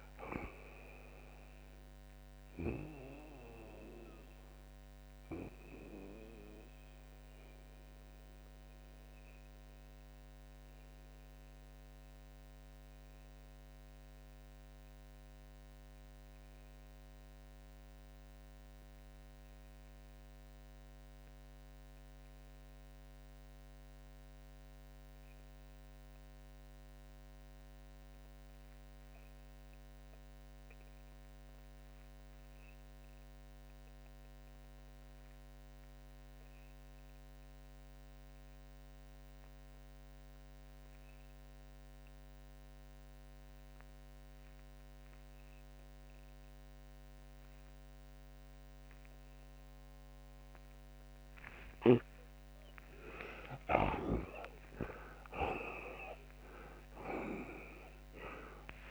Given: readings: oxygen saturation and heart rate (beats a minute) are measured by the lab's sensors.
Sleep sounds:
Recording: breathing in sleep by a microphone on the trachea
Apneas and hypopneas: 1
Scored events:
0.00-11.00 s: oxygen desaturation (device-marked, oxygen 89% lowest)
2.00-52.00 s: mixed apnea (oxygen 92% before, 70% lowest)
19.00-39.00 s: oxygen desaturation (device-marked, oxygen 90% before, 80% lowest)
54.50-58.91 s: arousal
From the record:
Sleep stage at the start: REM sleep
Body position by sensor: on the back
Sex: male

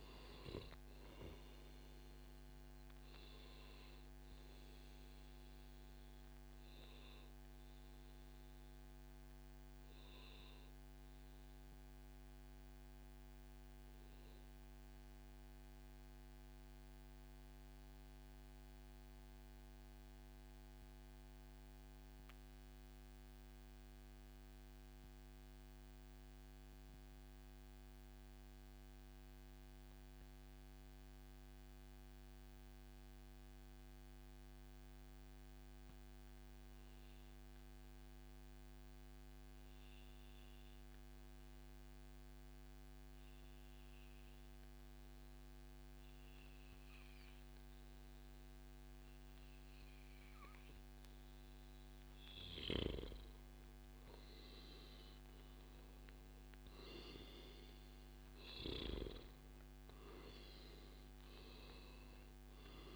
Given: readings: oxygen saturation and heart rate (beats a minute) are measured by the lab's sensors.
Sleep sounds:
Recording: breathing in sleep, hard to hear, by a microphone on the trachea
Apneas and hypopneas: 1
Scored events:
0.00-21.50 s: oxygen desaturation (device-marked, oxygen 91% lowest, heart rate 84 extreme)
4.50-50.50 s: obstructive apnea (oxygen 98% before, 91% lowest, heart rate 141 before, 84 extreme, up 3 after)
5.50-7.50 s: long interval between heartbeats (device-marked, heart rate 141 before, 107 extreme)
51.00-53.00 s: long interval between heartbeats (device-marked, heart rate 142 before, 132 extreme)
51.50-62.96 s: oxygen desaturation (device-marked, oxygen 97% before, 93% lowest, heart rate 142 before, 141 extreme)
53.50-58.50 s: arousal
From the record:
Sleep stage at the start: N2 (light sleep)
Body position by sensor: on the back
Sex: male

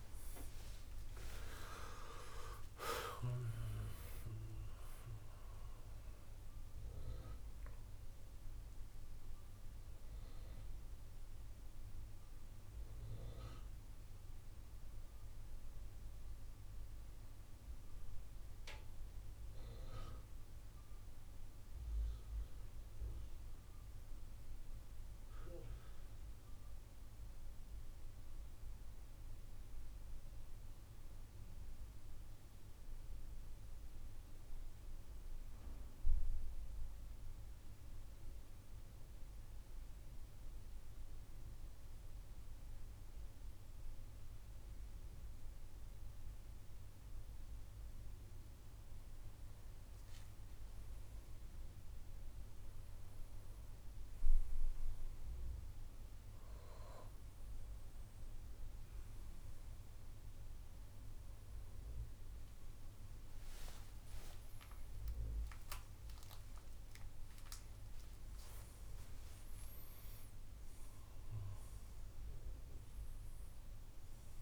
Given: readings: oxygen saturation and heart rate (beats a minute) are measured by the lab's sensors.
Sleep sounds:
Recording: breathing in sleep by a room microphone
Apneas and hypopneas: 1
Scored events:
0.50-6.00 s: arousal
36.50-48.50 s: central apnea (oxygen 98% before, 92% lowest, heart rate 67 before, 66 extreme, up 9 after)
59.50-64.50 s: arousal
60.00-67.00 s: oxygen desaturation (device-marked, oxygen 95% before, 92% lowest, heart rate 70 before, 68 extreme)
From the record:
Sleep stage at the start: N2 (light sleep)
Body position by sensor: on the back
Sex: male

